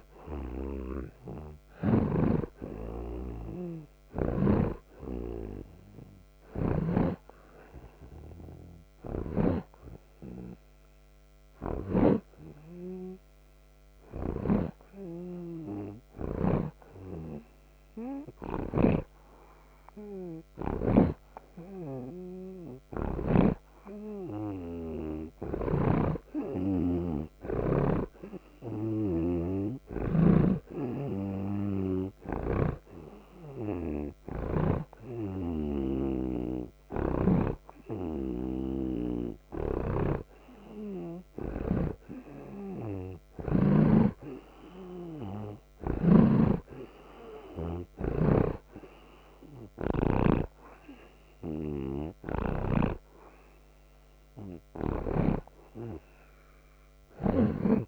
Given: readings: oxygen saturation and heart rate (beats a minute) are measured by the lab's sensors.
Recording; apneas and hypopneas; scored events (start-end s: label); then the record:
breathing in sleep by a microphone on the trachea; none
2.00-7.00 s: snoring (device-marked)
18.50-28.00 s: snoring (device-marked)
26.50-48.50 s: oxygen desaturation (device-marked, oxygen 89% before, 86% lowest)
46.00-50.50 s: snoring (device-marked)
From the record:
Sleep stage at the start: REM sleep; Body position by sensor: on the right side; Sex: male